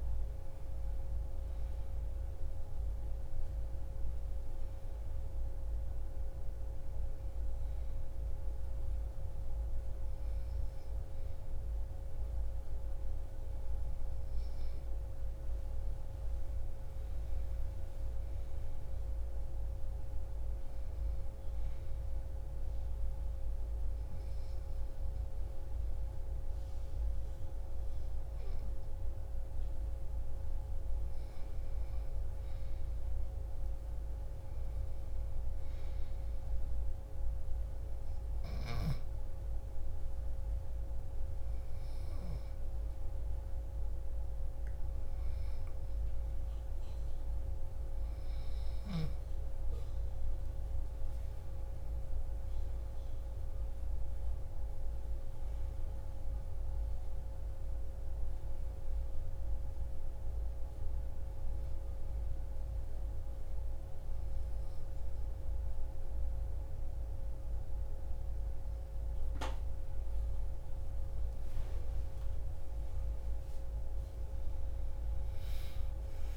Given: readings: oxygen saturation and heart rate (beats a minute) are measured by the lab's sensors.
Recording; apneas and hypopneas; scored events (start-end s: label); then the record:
breathing in sleep, hard to hear, by a room microphone; 2
0.00-1.50 s: arousal
0.00-20.00 s: oxygen desaturation (device-marked, oxygen 97% before, 93% lowest)
21.50-31.50 s: obstructive apnea (oxygen 97% before, 93% lowest)
34.50-37.00 s: arousal
45.00-55.00 s: oxygen desaturation (device-marked, oxygen 96% before, 93% lowest)
52.50-56.50 s: arousal
61.50-71.50 s: obstructive apnea (oxygen 96% before, 93% lowest)
72.50-76.00 s: arousal
From the record:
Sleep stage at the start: N2 (light sleep); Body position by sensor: on the back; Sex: female